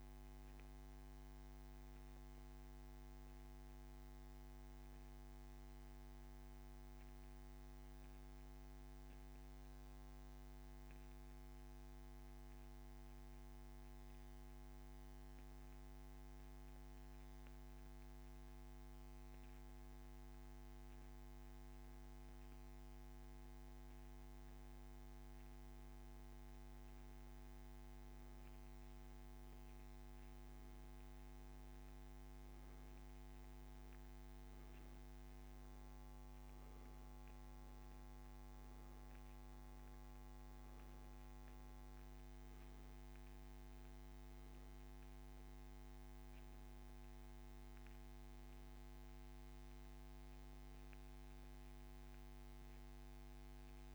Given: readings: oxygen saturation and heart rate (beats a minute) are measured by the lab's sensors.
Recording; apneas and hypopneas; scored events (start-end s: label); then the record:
breathing in sleep, hard to hear, by a microphone on the trachea; 1
0.00-22.50 s: oxygen desaturation (device-marked, oxygen 90% lowest)
2.50-24.00 s: mixed apnea (oxygen 96% before, 90% lowest)
25.50-29.50 s: arousal
47.50-53.95 s: oxygen desaturation (device-marked, oxygen 96% before, 91% lowest)
From the record:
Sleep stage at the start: N2 (light sleep); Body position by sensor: on the back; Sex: male